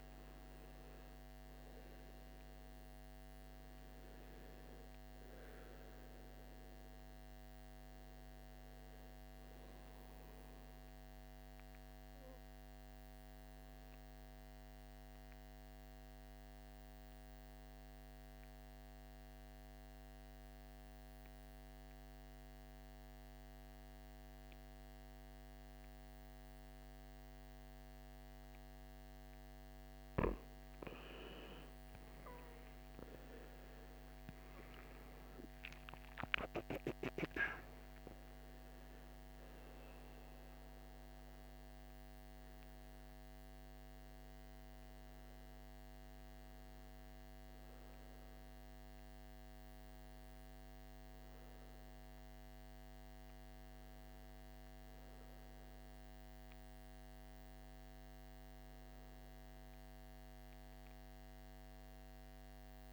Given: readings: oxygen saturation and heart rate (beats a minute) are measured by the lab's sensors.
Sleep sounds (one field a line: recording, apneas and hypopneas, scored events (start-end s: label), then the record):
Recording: breathing in sleep, hard to hear, by a microphone on the trachea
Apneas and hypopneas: 1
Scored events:
2.50-6.50 s: arousal
10.50-28.00 s: obstructive apnea (oxygen 96% before, 93% lowest, heart rate 60 before, 56 extreme, up 16 after)
29.50-41.50 s: oxygen desaturation (device-marked, oxygen 97% before, 93% lowest, heart rate 59 before, 54 extreme)
31.50-36.50 s: arousal
From the record:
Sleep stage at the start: N2 (light sleep)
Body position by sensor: on the right side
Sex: male